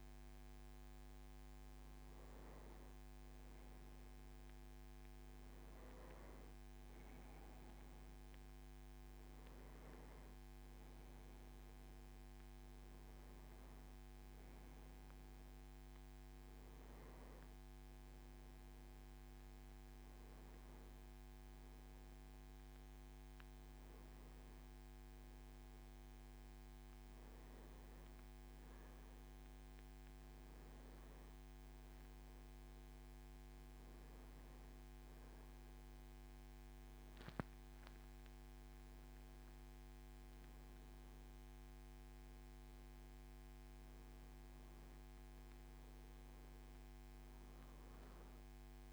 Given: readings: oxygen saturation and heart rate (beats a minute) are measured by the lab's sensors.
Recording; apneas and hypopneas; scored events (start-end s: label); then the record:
a person awake in a sleep study, hard to hear, by a microphone on the trachea; none
none scored
From the record:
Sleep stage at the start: awake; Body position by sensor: on the back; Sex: male